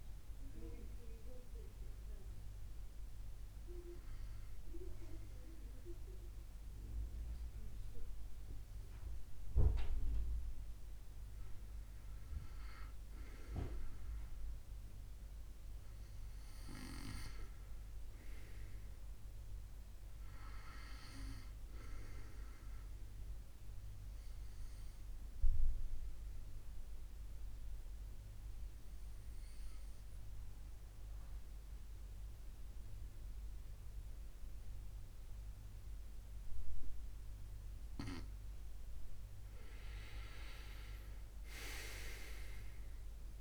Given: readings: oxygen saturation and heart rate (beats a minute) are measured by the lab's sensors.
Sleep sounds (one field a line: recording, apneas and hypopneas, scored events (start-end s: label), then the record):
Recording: breathing in sleep by a room microphone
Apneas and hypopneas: 2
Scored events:
0.00-10.00 s: oxygen desaturation (device-marked, oxygen 91% lowest, heart rate 67 extreme)
1.00-12.00 s: obstructive apnea (oxygen 96% before, 90% lowest, heart rate 71 before, 67 extreme, up 1 after)
14.50-18.00 s: arousal
24.00-39.00 s: mixed apnea (oxygen 96% before, 90% lowest, heart rate 71 before, 68 extreme, up 4 after)
40.50-43.41 s: arousal
From the record:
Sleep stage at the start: N2 (light sleep)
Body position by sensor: on the back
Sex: male